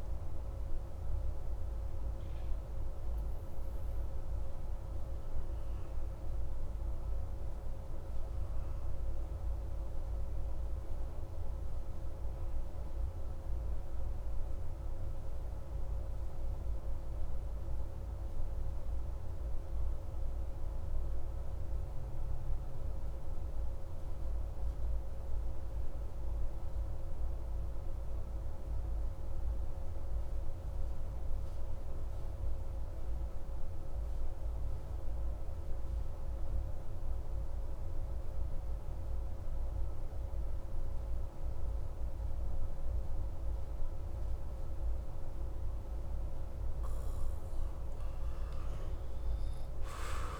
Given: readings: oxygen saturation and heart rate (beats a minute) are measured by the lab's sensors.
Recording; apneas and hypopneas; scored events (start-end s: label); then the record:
breathing in sleep, hard to hear, by a room microphone; 1
0.00-18.00 s: oxygen desaturation (device-marked, oxygen 87% lowest)
0.50-46.00 s: obstructive apnea (oxygen 96% before, 87% lowest)
36.00-48.00 s: oxygen desaturation (device-marked, oxygen 97% before, 94% lowest)
From the record:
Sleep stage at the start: N2 (light sleep); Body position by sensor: on the back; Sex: male